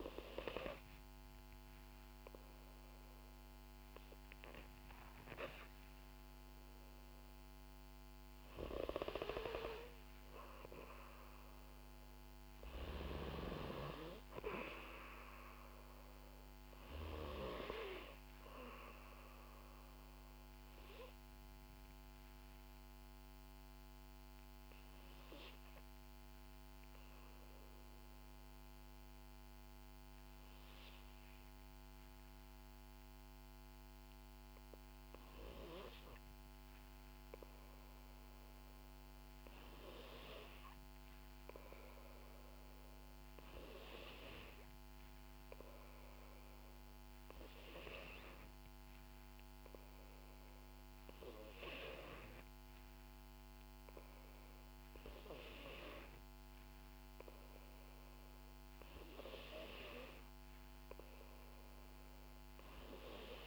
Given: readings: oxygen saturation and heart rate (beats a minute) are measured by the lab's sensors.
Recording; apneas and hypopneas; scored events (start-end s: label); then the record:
breathing in sleep by a microphone on the trachea; 1
20.50-35.00 s: hypopnea (oxygen 93% before, 91% lowest, heart rate 61 before, 59 extreme, up 1 after)
37.00-40.00 s: arousal
58.50-62.00 s: arousal
From the record:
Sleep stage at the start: N2 (light sleep); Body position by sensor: on the back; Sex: female